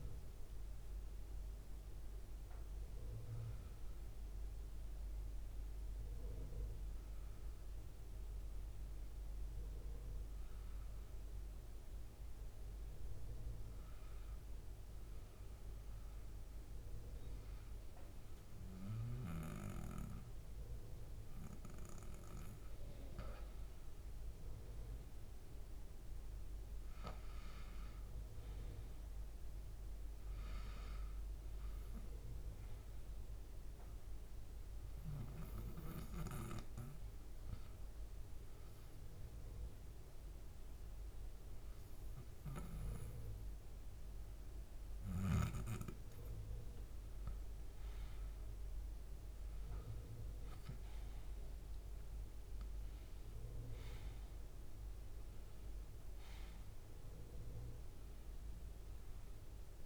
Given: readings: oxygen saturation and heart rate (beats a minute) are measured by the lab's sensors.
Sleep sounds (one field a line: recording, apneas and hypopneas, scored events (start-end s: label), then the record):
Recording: breathing in sleep by a room microphone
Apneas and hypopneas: 2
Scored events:
0.00-8.50 s: oxygen desaturation (device-marked, oxygen 90% lowest, heart rate 78 extreme)
13.00-23.50 s: hypopnea (oxygen 96% before, 92% lowest, heart rate 85 before, 78 extreme, up 1 after)
26.00-30.00 s: arousal
35.50-45.50 s: hypopnea (oxygen 96% before, 90% lowest, heart rate 80 before, 79 extreme, up 1 after)
36.50-45.50 s: oxygen desaturation (device-marked, oxygen 96% before, 92% lowest, heart rate 80 before, 79 extreme)
48.00-51.00 s: arousal
From the record:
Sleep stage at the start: N1 (lightest sleep)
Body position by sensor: on the back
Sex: male